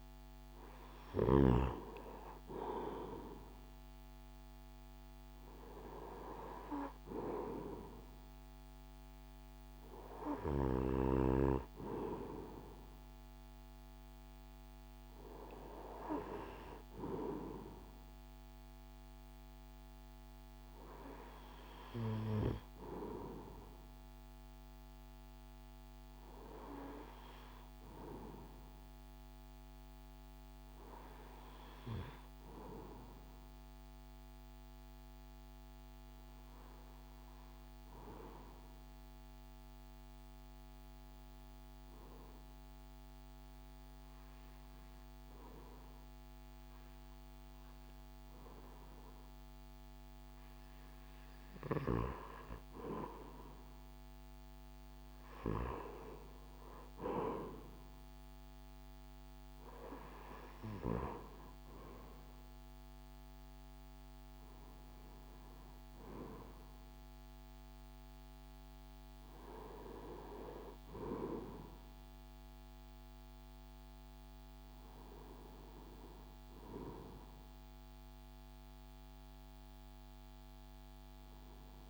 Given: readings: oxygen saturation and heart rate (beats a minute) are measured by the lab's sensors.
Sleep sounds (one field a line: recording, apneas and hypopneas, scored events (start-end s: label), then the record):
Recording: breathing in sleep by a microphone on the trachea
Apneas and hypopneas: 1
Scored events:
35.00-52.00 s: hypopnea (oxygen 97% before, 93% lowest)
54.50-58.50 s: arousal
From the record:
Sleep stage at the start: REM sleep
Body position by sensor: on the right side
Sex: male